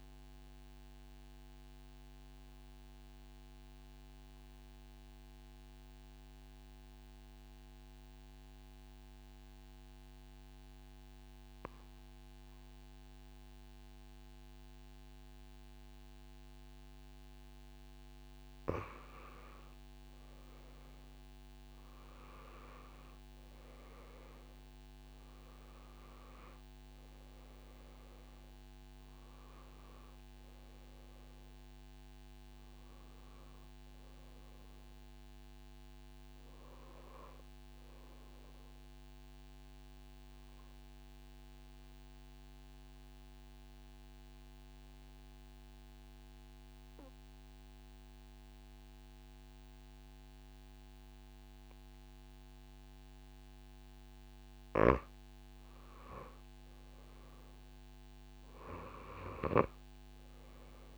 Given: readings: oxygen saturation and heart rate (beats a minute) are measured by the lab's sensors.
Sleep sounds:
breathing in sleep, hard to hear, by a microphone on the trachea; 2
0.00-2.00 s: oxygen desaturation (device-marked, oxygen 91% lowest)
0.50-17.50 s: mixed apnea (oxygen 95% before, 90% lowest)
20.50-24.50 s: arousal
21.00-43.00 s: oxygen desaturation (device-marked, oxygen 96% before, 90% lowest)
37.00-54.50 s: mixed apnea (oxygen 96% before, 84% lowest)
57.00-60.98 s: oxygen desaturation (device-marked, oxygen 96% before, 90% lowest)
58.00-60.98 s: arousal
From the record:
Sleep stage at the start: N2 (light sleep); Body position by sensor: on the back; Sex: female

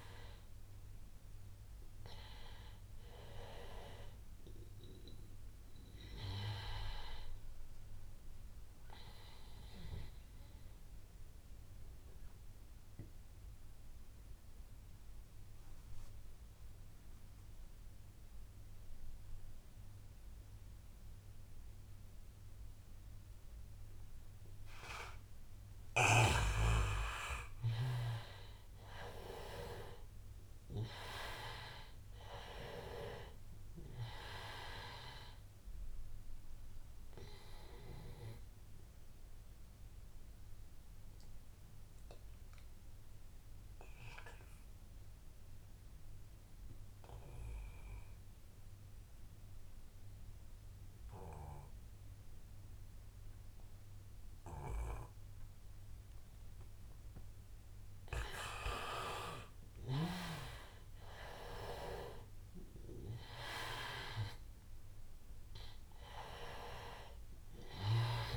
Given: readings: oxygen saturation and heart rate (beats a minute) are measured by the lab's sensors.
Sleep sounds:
breathing in sleep by a room microphone; 2
0.00-4.50 s: oxygen desaturation (device-marked, oxygen 92% lowest, heart rate 83 extreme)
9.00-26.00 s: obstructive apnea (oxygen 97% before, 89% lowest, heart rate 90 before, 83 extreme, up 6 after)
28.50-32.00 s: arousal
31.50-50.50 s: oxygen desaturation (device-marked, oxygen 99% before, 91% lowest, heart rate 86 before, 83 extreme)
37.00-57.50 s: obstructive apnea (oxygen 99% before, 89% lowest, heart rate 88 before, 83 extreme, up 5 after)
58.50-63.50 s: arousal
62.50-68.37 s: oxygen desaturation (device-marked, oxygen 98% before, 89% lowest, heart rate 85 before, 83 extreme)
From the record:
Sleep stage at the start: N2 (light sleep); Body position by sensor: on the back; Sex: male

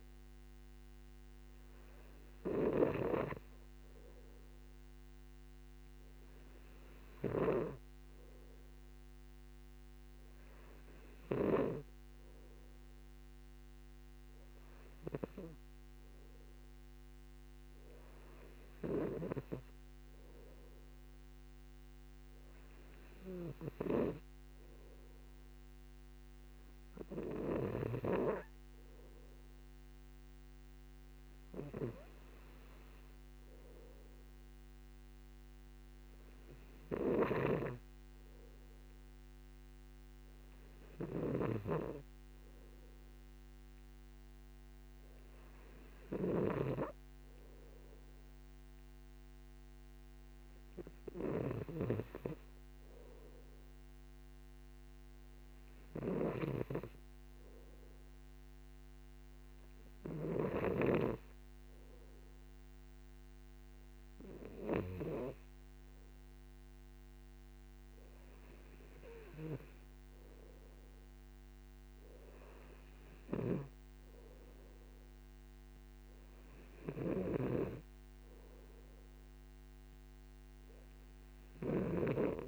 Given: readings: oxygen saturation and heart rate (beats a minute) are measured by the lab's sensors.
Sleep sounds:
breathing in sleep by a microphone on the trachea; none
0.00-4.50 s: oxygen desaturation (device-marked, oxygen 92% lowest, heart rate 57 extreme)
37.50-52.50 s: snoring (device-marked)
77.50-82.48 s: snoring (device-marked)
From the record:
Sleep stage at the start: N2 (light sleep); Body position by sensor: on the back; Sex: male

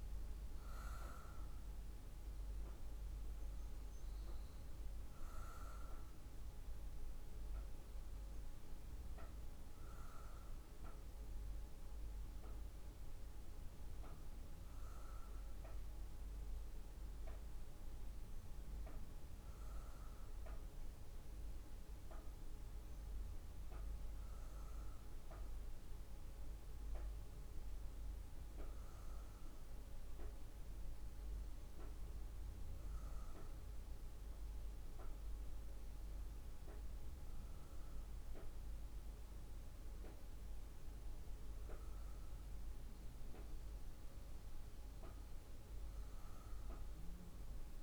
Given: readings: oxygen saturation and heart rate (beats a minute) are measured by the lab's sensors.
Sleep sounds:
breathing in sleep, hard to hear, by a room microphone; none
0.00-9.50 s: oxygen desaturation (device-marked, oxygen 91% lowest, heart rate 49 extreme)
7.50-21.50 s: drop in pulse transit time (device-marked, heart rate 54 before, 51 extreme)
From the record:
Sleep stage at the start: N2 (light sleep); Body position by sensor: on the back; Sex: female

